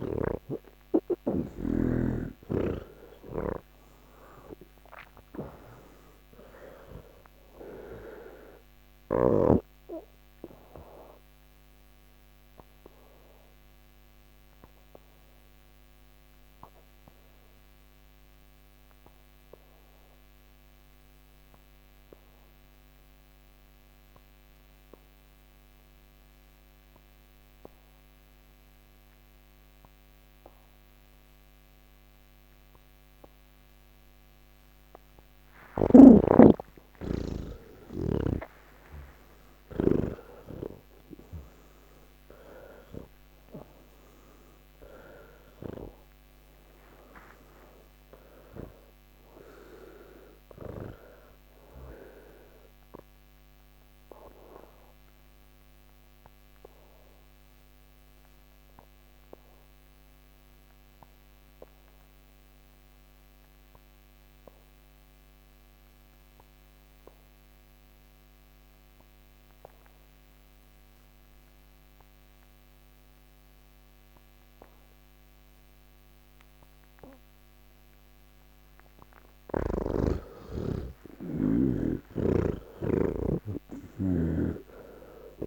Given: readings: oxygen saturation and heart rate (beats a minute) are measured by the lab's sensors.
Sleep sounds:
breathing in sleep by a microphone on the trachea; 2
0.00-26.50 s: oxygen desaturation (device-marked, oxygen 78% lowest)
10.50-85.47 s: new sleep stage, N1 (lightest sleep)
11.00-34.50 s: obstructive apnea (oxygen 99% before, 78% lowest)
34.50-43.50 s: oxygen desaturation (device-marked, oxygen 100% before, 90% lowest, heart rate 104 before, 143 extreme)
53.00-78.50 s: obstructive apnea (oxygen 100% before, 83% lowest, heart rate 178 before, 39 extreme)
54.50-63.50 s: oxygen desaturation (device-marked, oxygen 95% before, 84% lowest, heart rate 189 before, 39 extreme)
75.50-85.47 s: oxygen desaturation (device-marked, oxygen 100% before, 83% lowest, heart rate 161 before, 39 extreme)
From the record:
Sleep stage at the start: N3 (deep sleep); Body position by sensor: on the back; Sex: male

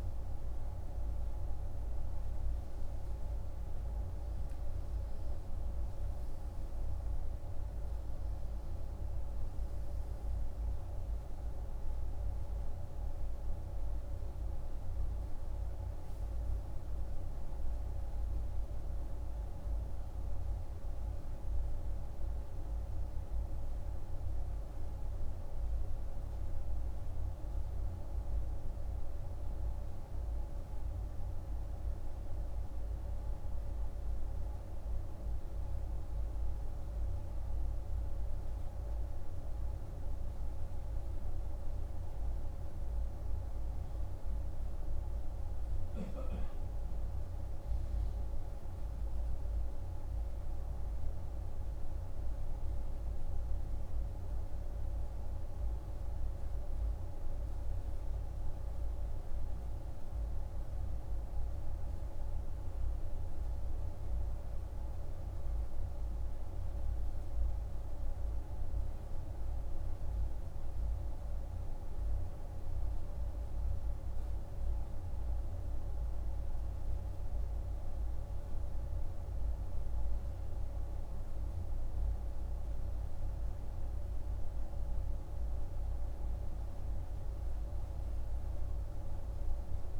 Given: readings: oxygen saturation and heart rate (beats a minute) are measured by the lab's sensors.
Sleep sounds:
breathing in sleep, hard to hear, by a room microphone; none
0.00-25.00 s: oxygen desaturation (device-marked, oxygen 92% lowest, heart rate 55 extreme)
From the record:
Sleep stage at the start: N2 (light sleep); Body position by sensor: on the right side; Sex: male

